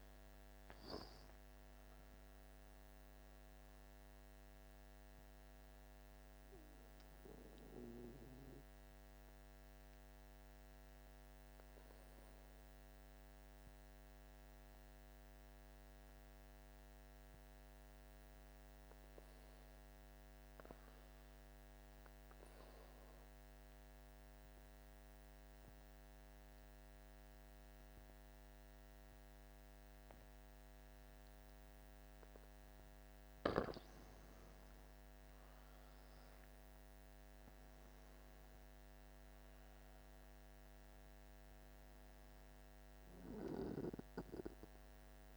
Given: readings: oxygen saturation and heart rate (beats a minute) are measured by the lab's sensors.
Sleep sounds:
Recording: breathing in sleep by a microphone on the trachea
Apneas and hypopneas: 1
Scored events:
1.50-5.00 s: arousal
8.00-32.00 s: obstructive apnea (oxygen 98% before, 88% lowest, heart rate 54 before, 49 extreme, up 11 after)
29.50-45.37 s: oxygen desaturation (device-marked, oxygen 97% before, 88% lowest, heart rate 50 before, 49 extreme)
35.00-40.00 s: arousal
From the record:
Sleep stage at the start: N2 (light sleep)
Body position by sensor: on the back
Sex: male

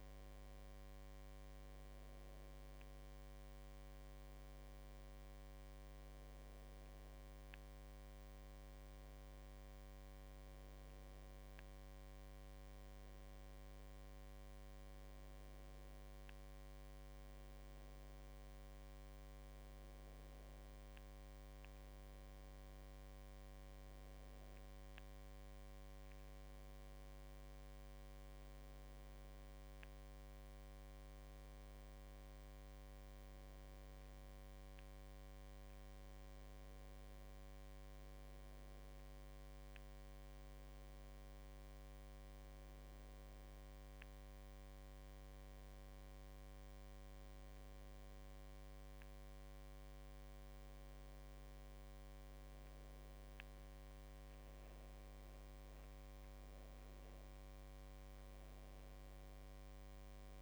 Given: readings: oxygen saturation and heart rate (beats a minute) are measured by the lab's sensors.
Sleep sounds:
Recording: breathing in sleep, hard to hear, by a microphone on the trachea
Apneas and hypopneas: none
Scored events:
none scored
From the record:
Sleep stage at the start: N1 (lightest sleep)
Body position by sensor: on the back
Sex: female

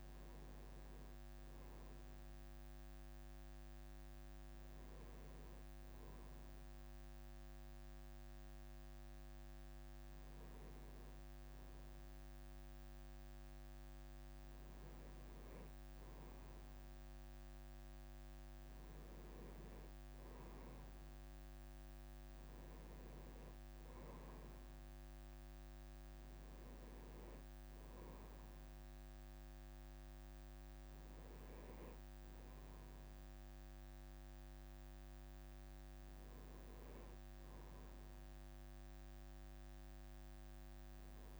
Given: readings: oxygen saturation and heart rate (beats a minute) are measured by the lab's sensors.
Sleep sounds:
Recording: breathing in sleep, hard to hear, by a microphone on the trachea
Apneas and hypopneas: none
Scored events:
none scored
From the record:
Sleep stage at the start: N1 (lightest sleep)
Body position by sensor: on the right side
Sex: male

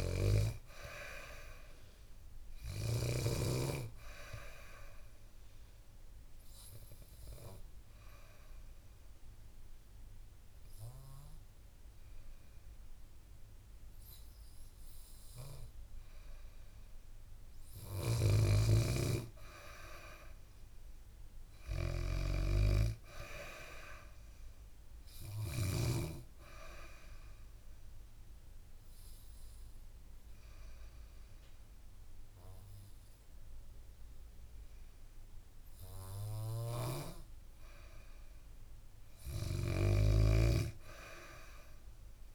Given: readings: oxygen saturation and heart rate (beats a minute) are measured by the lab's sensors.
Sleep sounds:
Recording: breathing in sleep by a room microphone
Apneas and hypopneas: 2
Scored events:
0.00-2.50 s: snoring (device-marked)
2.50-15.50 s: oxygen desaturation (device-marked, oxygen 96% before, 93% lowest, heart rate 68 before, 68 extreme)
4.50-14.50 s: obstructive apnea (oxygen 97% before, 93% lowest, heart rate 68 before, 69 extreme, up 1 after)
17.00-20.50 s: arousal
17.50-25.50 s: snoring (device-marked)
25.50-38.50 s: oxygen desaturation (device-marked, oxygen 96% before, 93% lowest, heart rate 70 before, 67 extreme)
26.50-37.50 s: obstructive apnea (oxygen 96% before, 93% lowest, heart rate 70 before, 67 extreme, up 1 after)
36.00-42.35 s: snoring (device-marked)
41.00-42.35 s: arousal
From the record:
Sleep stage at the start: N2 (light sleep)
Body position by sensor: on the back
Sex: female

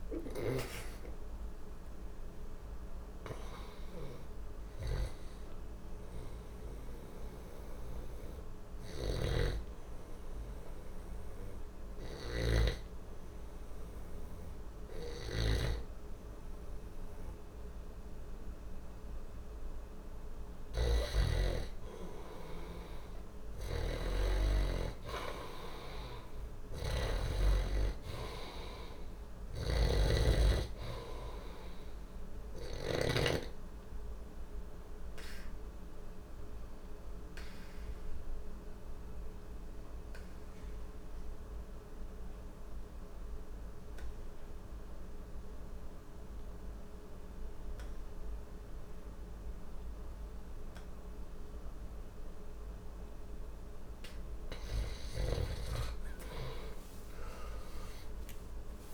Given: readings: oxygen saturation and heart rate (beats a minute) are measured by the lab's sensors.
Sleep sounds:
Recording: breathing in sleep by a room microphone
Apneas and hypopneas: 2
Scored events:
6.50-20.00 s: hypopnea (oxygen 96% before, 93% lowest, heart rate 72 before, 59 extreme, up 1 after)
8.50-14.00 s: snoring (device-marked)
13.50-20.50 s: oxygen desaturation (device-marked, oxygen 96% before, 93% lowest, heart rate 72 before, 60 extreme)
22.50-26.50 s: arousal
29.50-33.00 s: snoring (device-marked)
33.00-54.00 s: obstructive apnea (oxygen 98% before, 91% lowest, heart rate 60 before, 59 extreme, up 21 after)
33.50-51.50 s: oxygen desaturation (device-marked, oxygen 98% before, 93% lowest, heart rate 60 before, 59 extreme)
57.00-58.94 s: arousal
From the record:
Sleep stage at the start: N2 (light sleep)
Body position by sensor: on the back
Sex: male

